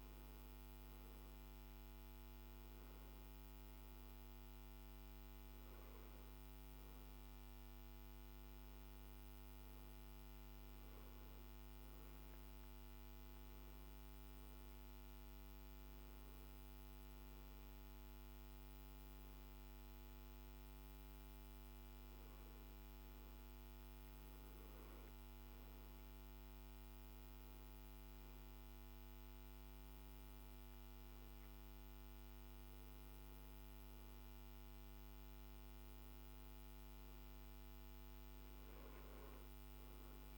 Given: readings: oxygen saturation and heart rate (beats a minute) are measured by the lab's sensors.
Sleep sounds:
breathing in sleep, hard to hear, by a microphone on the trachea; none
none scored
From the record:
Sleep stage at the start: N2 (light sleep); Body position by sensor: on the back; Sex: male

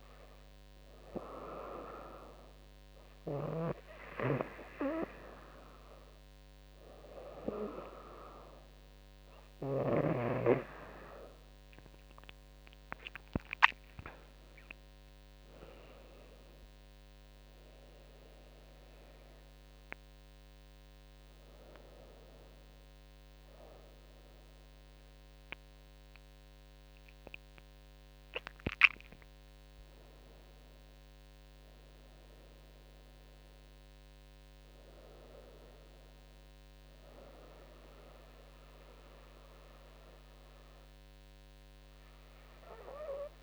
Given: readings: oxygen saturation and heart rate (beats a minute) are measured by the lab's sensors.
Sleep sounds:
breathing in sleep by a microphone on the trachea; none
0.00-10.00 s: snoring (device-marked)
11.50-23.50 s: drop in pulse transit time (device-marked, heart rate 84 before, 81 extreme)
12.50-14.50 s: long interval between heartbeats (device-marked, heart rate 84 before, 94 extreme)
13.50-15.50 s: tachycardia (device-marked, heart rate 80 before, 100 extreme)
13.50-17.00 s: arousal
From the record:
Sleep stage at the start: N2 (light sleep); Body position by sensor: on the right side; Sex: female

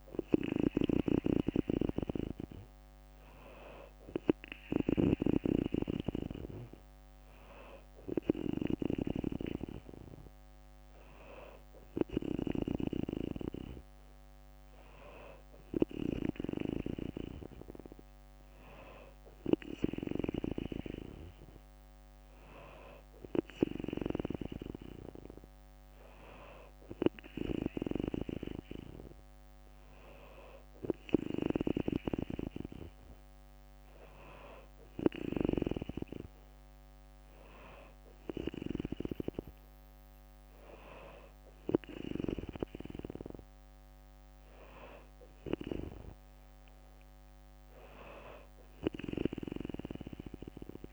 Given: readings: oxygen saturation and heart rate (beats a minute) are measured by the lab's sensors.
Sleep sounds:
breathing in sleep by a microphone on the trachea; none
0.00-12.00 s: snoring (device-marked)
From the record:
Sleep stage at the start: N2 (light sleep); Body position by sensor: on the back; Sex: female

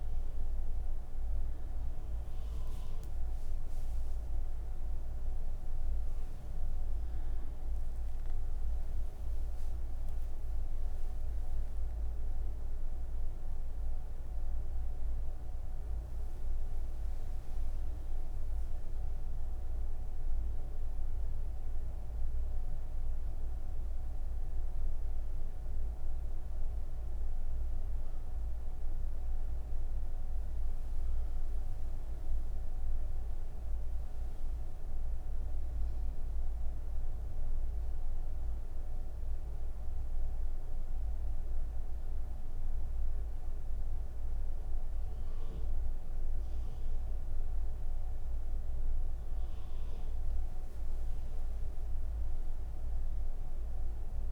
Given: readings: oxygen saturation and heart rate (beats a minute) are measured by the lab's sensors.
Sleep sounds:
breathing in sleep, hard to hear, by a room microphone; none
none scored
From the record:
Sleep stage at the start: N3 (deep sleep); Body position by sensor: on the right side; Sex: female

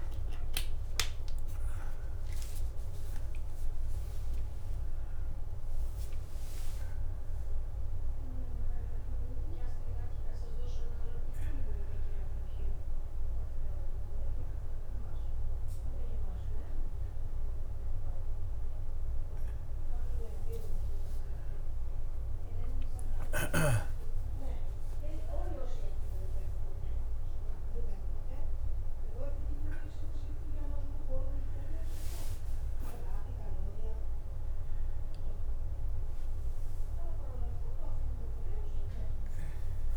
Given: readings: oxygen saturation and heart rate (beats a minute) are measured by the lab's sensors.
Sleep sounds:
a person partly awake in a sleep study, by a room microphone; none
5.00-39.97 s: new sleep stage, N1 (lightest sleep)
From the record:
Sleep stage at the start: awake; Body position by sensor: on the back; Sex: male

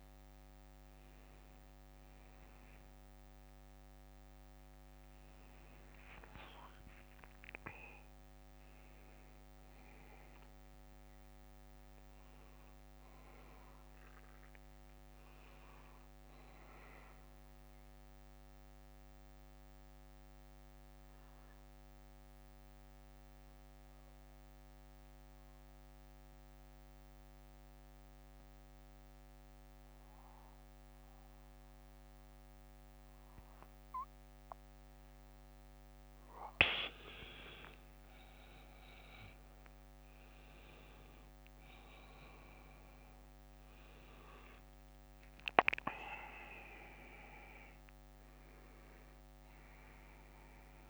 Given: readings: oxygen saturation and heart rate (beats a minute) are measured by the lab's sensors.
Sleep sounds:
breathing in sleep by a microphone on the trachea; 1
1.50-3.50 s: bradycardia (device-marked, heart rate 60 before, 64 extreme)
14.00-17.00 s: arousal
18.50-31.50 s: bradycardia (device-marked, heart rate 60 before, 50 extreme)
19.00-36.50 s: central apnea (oxygen 96% before, 91% lowest, heart rate 65 before, 50 extreme, up 14 after)
37.50-50.90 s: oxygen desaturation (device-marked, oxygen 99% before, 91% lowest, heart rate 59 before, 45 extreme)
39.00-43.50 s: arousal
From the record:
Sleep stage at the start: N2 (light sleep); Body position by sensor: on the back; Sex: male

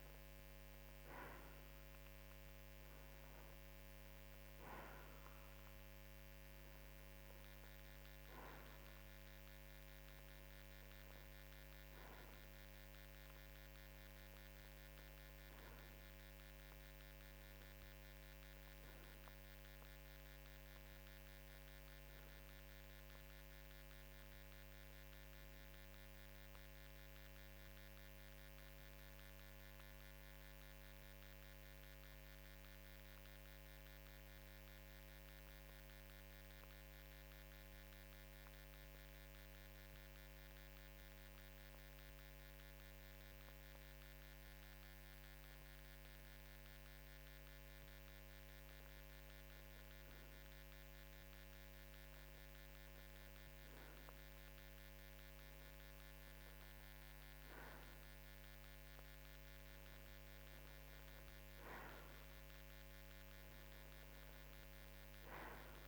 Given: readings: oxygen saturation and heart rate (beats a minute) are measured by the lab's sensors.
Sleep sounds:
breathing in sleep, hard to hear, by a microphone on the trachea; 1
26.00-48.00 s: obstructive apnea (oxygen 94% before, 92% lowest, heart rate 55 before, 52 extreme, up 2 after)
50.00-54.00 s: arousal
From the record:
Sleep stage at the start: N2 (light sleep); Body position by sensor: on the right side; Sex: male

